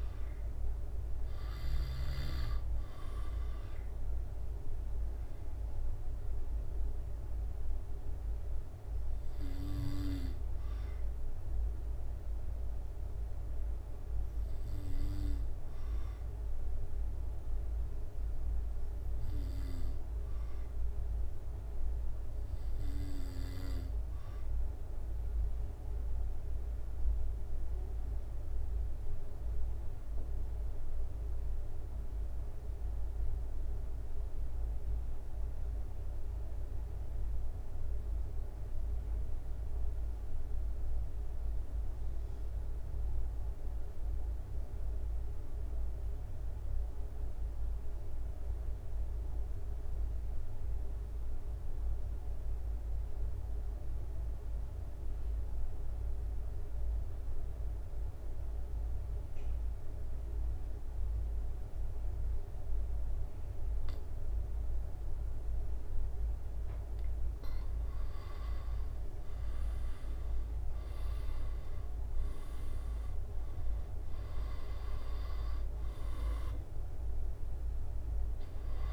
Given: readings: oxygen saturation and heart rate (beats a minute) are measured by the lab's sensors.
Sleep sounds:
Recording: breathing in sleep, hard to hear, by a room microphone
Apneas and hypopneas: 1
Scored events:
0.00-5.50 s: oxygen desaturation (device-marked, oxygen 91% lowest, heart rate 65 extreme)
7.00-66.50 s: obstructive apnea (oxygen 94% before, 88% lowest, heart rate 75 before, 65 extreme, up 8 after)
39.50-69.50 s: oxygen desaturation (device-marked, oxygen 96% before, 90% lowest, heart rate 67 before, 68 extreme)
67.50-78.93 s: drop in pulse transit time (device-marked, heart rate 69 before, 70 extreme)
69.00-73.50 s: arousal
75.50-78.93 s: oxygen desaturation (device-marked, oxygen 91% before, 88% lowest, heart rate 71 before, 69 extreme)
From the record:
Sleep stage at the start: N2 (light sleep)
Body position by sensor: on the back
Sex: male

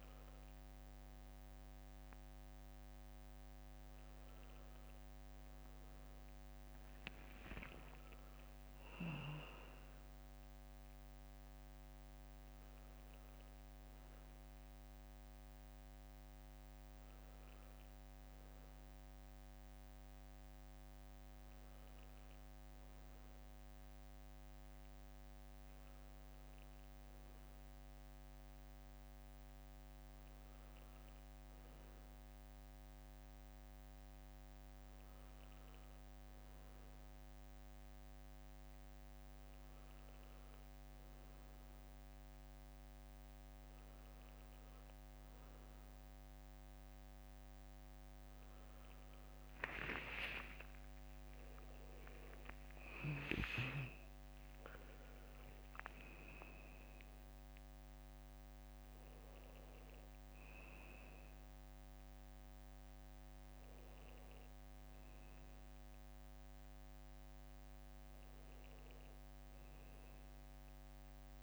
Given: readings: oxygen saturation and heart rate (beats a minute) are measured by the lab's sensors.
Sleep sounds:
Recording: a person awake in a sleep study, by a microphone on the trachea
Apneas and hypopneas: none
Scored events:
6.50-25.50 s: drop in pulse transit time (device-marked, heart rate 68 before, 64 extreme)
From the record:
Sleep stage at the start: awake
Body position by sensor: on the right side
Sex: male

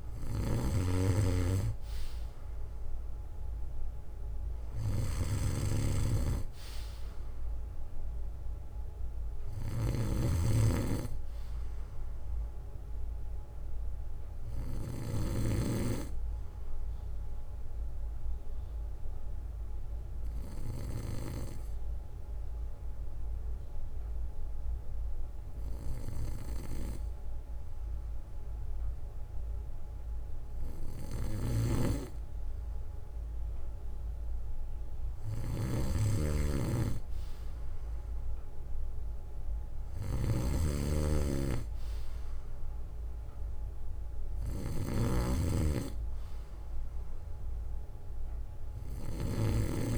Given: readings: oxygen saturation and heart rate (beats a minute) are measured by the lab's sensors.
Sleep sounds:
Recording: breathing in sleep by a room microphone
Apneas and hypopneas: 1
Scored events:
0.00-15.50 s: snoring (device-marked)
17.00-30.00 s: obstructive apnea (oxygen 95% before, 92% lowest, heart rate 68 before, 62 extreme, up 9 after)
32.00-35.50 s: arousal
35.50-49.98 s: snoring (device-marked)
From the record:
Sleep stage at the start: N2 (light sleep)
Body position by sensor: on the back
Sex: male

